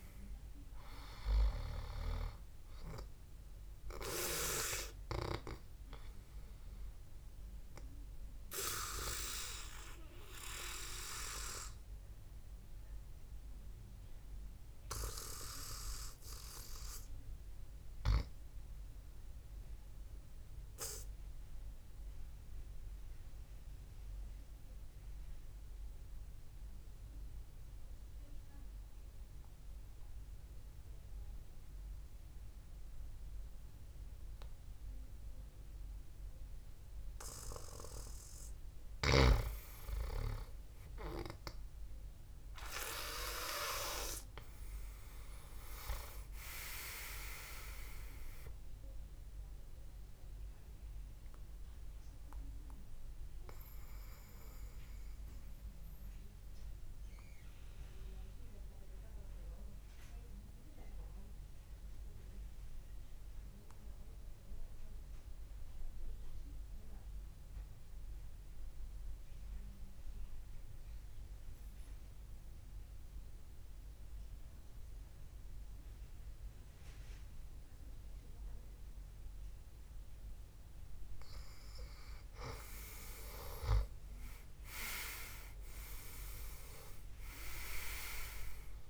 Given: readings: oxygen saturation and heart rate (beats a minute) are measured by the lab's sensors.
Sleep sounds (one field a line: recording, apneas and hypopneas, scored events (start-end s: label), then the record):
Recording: breathing in sleep by a room microphone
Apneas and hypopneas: 2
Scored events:
11.00-38.50 s: obstructive apnea (oxygen 98% before, 91% lowest, heart rate 66 before, 60 extreme, up 2 after)
35.00-59.00 s: oxygen desaturation (device-marked, oxygen 99% before, 91% lowest, heart rate 72 before, 56 extreme)
39.00-42.50 s: arousal
53.50-81.00 s: obstructive apnea (oxygen 99% before, 90% lowest, heart rate 65 before, 54 extreme, up 3 after)
84.00-88.50 s: arousal
From the record:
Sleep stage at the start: N2 (light sleep)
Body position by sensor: on the back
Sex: male